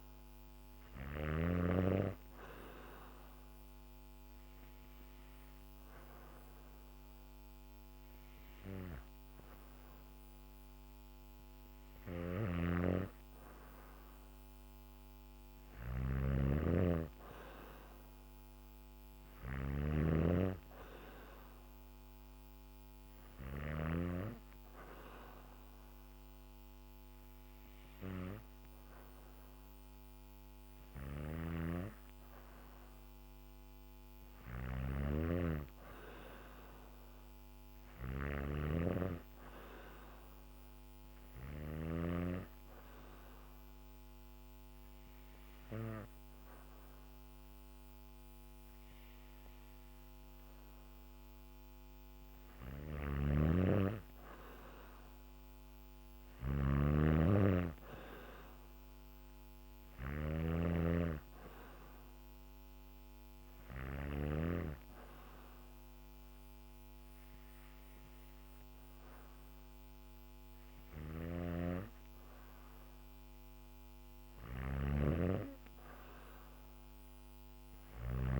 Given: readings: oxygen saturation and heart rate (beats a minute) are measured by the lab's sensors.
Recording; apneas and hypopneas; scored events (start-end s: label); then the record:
breathing in sleep by a microphone on the trachea; none
2.00-14.00 s: oxygen desaturation (device-marked, oxygen 97% before, 93% lowest, heart rate 69 before, 63 extreme)
11.50-23.00 s: snoring (device-marked)
30.50-41.00 s: snoring (device-marked)
52.00-63.50 s: snoring (device-marked)
70.00-78.39 s: snoring (device-marked)
From the record:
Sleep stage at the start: N2 (light sleep); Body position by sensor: on the back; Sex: female